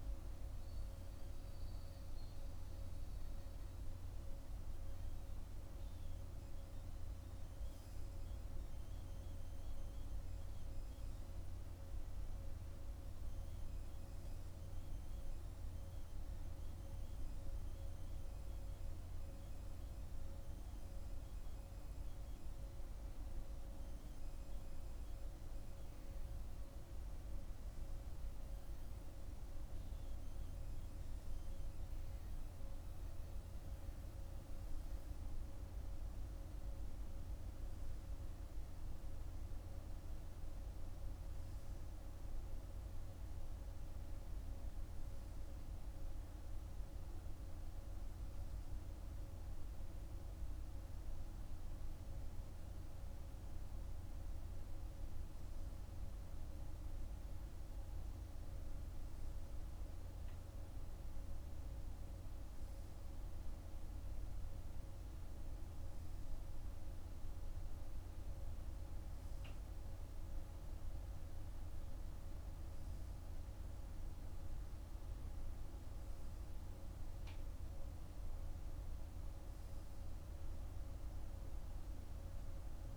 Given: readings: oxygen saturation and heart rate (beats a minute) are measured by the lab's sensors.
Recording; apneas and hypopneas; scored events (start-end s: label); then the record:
breathing in sleep, hard to hear, by a room microphone; none
none scored
From the record:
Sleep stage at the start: N3 (deep sleep); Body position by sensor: on the right side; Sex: male